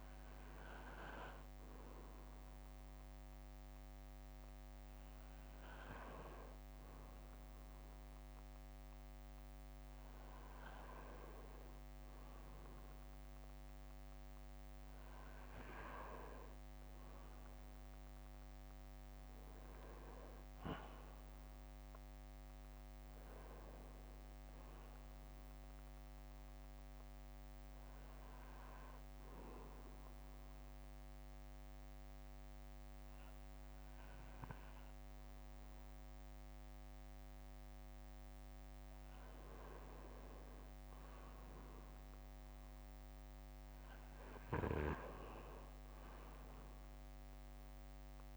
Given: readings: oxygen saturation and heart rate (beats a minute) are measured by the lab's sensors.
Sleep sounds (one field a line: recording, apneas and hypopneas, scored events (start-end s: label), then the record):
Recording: breathing in sleep by a microphone on the trachea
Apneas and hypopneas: 1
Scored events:
6.00-8.00 s: bradycardia (device-marked, heart rate 64 before, 60 extreme)
18.50-23.00 s: arousal
28.00-38.00 s: bradycardia (device-marked, heart rate 65 before, 58 extreme)
29.50-39.50 s: obstructive apnea (oxygen 96% before, 94% lowest, heart rate 61 before, 58 extreme, up 3 after)
41.00-45.00 s: arousal
From the record:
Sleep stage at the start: N2 (light sleep)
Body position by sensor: on the back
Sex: male